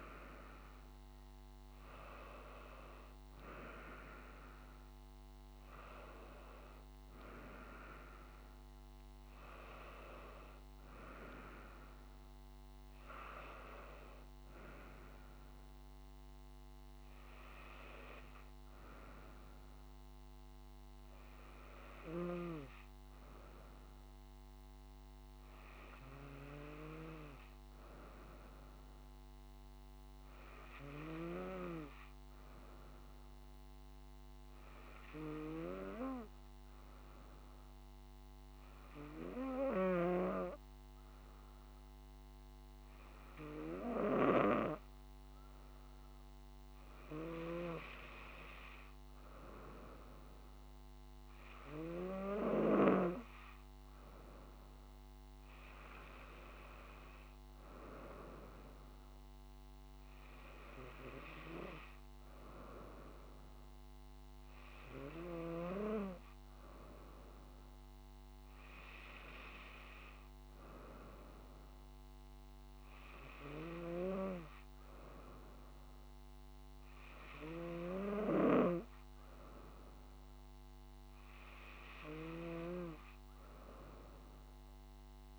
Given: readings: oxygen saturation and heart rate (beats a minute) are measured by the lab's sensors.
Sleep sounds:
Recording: a person partly awake in a sleep study, by a microphone on the trachea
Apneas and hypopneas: 1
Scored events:
16.00-85.39 s: new sleep stage, N2 (light sleep)
33.00-47.50 s: hypopnea (oxygen 98% before, 95% lowest, heart rate 70 before, 64 extreme, up 5 after)
49.00-52.50 s: arousal
From the record:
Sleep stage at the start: awake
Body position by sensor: on the right side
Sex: female

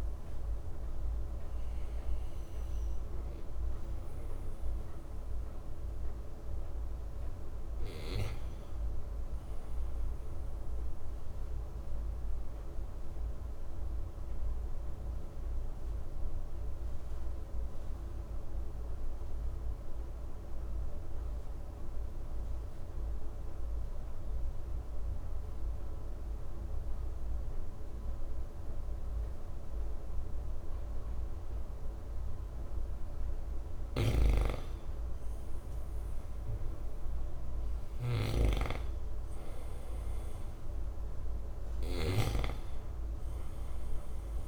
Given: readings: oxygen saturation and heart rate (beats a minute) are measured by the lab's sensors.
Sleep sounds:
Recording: breathing in sleep, hard to hear, by a room microphone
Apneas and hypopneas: 1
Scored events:
6.00-9.50 s: arousal
12.00-33.50 s: mixed apnea (oxygen 98% before, 91% lowest, heart rate 63 before, 58 extreme, up 7 after)
34.00-42.50 s: snoring (device-marked)
34.50-38.50 s: arousal
35.50-44.47 s: oxygen desaturation (device-marked, oxygen 96% before, 92% lowest, heart rate 61 before, 56 extreme)
From the record:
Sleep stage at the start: REM sleep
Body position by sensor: on the right side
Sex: male

